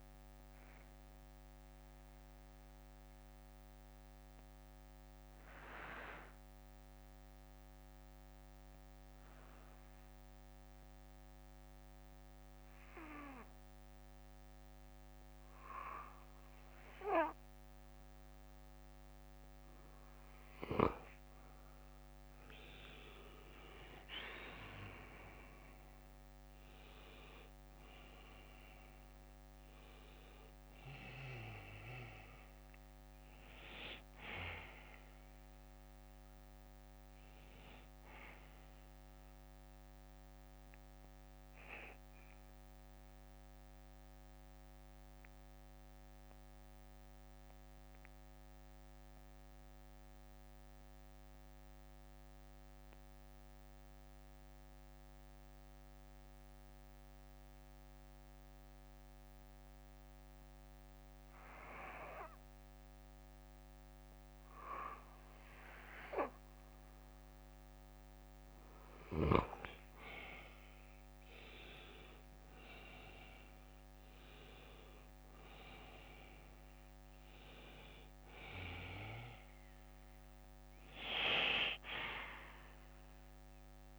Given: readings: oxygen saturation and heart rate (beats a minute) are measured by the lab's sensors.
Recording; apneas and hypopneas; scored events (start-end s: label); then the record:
breathing in sleep by a microphone on the trachea; 2
0.00-3.50 s: bradycardia (device-marked, heart rate 51 extreme)
3.50-14.50 s: oxygen desaturation (device-marked, oxygen 95% before, 91% lowest, heart rate 63 before, 54 extreme)
4.00-20.50 s: mixed apnea (oxygen 98% before, 90% lowest, heart rate 63 before, 51 extreme, up 13 after)
8.50-16.50 s: bradycardia (device-marked, heart rate 59 before, 55 extreme)
23.50-27.50 s: arousal
32.50-62.50 s: bradycardia (device-marked, heart rate 59 before, 48 extreme)
42.00-67.50 s: mixed apnea (oxygen 97% before, 90% lowest, heart rate 64 before, 48 extreme, up 7 after)
47.50-58.50 s: oxygen desaturation (device-marked, oxygen 95% before, 90% lowest, heart rate 60 before, 50 extreme)
66.50-68.50 s: bradycardia (device-marked, heart rate 59 before, 60 extreme)
72.00-75.50 s: arousal
74.50-83.99 s: oxygen desaturation (device-marked, oxygen 98% before, 90% lowest, heart rate 58 before, 49 extreme)
80.50-83.99 s: bradycardia (device-marked, heart rate 59 before, 52 extreme)
From the record:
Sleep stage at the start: N2 (light sleep); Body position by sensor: on the back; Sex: male